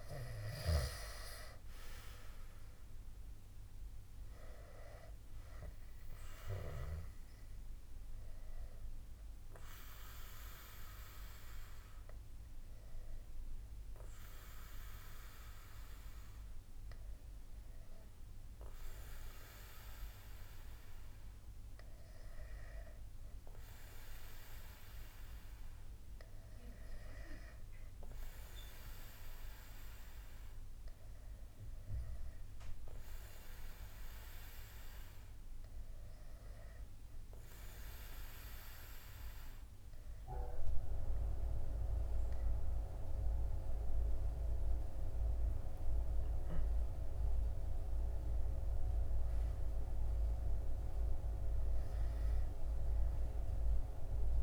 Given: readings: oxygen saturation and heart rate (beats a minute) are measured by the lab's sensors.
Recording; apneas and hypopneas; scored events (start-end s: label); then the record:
breathing in sleep by a room microphone; 1
0.00-23.50 s: oxygen desaturation (device-marked, oxygen 93% lowest, heart rate 63 extreme)
10.00-39.50 s: hypopnea (oxygen 97% before, 93% lowest, heart rate 75 before, 63 extreme, up 6 after)
42.00-44.50 s: arousal
From the record:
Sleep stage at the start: N2 (light sleep); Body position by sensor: on the back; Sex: male